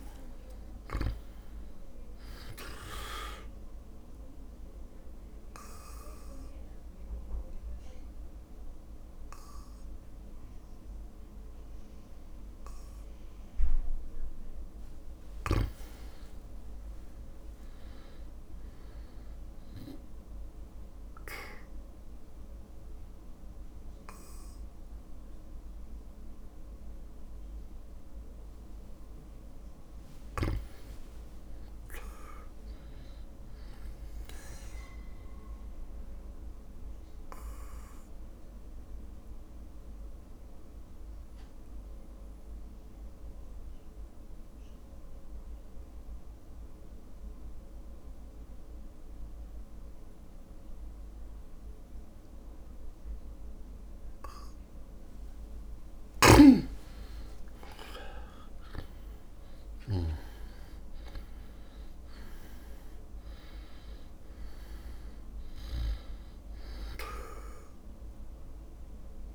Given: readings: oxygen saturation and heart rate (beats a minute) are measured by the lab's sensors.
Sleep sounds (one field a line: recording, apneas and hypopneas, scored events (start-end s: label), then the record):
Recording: breathing in sleep by a room microphone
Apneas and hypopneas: 3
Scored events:
0.00-1.50 s: arousal
4.00-14.50 s: obstructive apnea (oxygen 99% before, 95% lowest, heart rate 59 before, 55 extreme, up 3 after)
11.00-13.00 s: long interval between heartbeats (device-marked, heart rate 59 before, 58 extreme)
16.00-18.00 s: arousal
20.00-30.00 s: obstructive apnea (oxygen 99% before, 94% lowest, heart rate 60 before, 56 extreme, up 3 after)
30.00-32.00 s: long interval between heartbeats (device-marked, heart rate 59 before, 59 extreme)
31.00-34.00 s: arousal
36.00-54.50 s: obstructive apnea (oxygen 99% before, 94% lowest, heart rate 59 before, 56 extreme, up 6 after)
56.00-66.00 s: snoring (device-marked)
56.50-61.00 s: arousal
62.00-69.35 s: oxygen desaturation (device-marked, oxygen 99% before, 94% lowest, heart rate 59 before, 56 extreme)
From the record:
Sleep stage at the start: REM sleep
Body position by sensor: on the back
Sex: male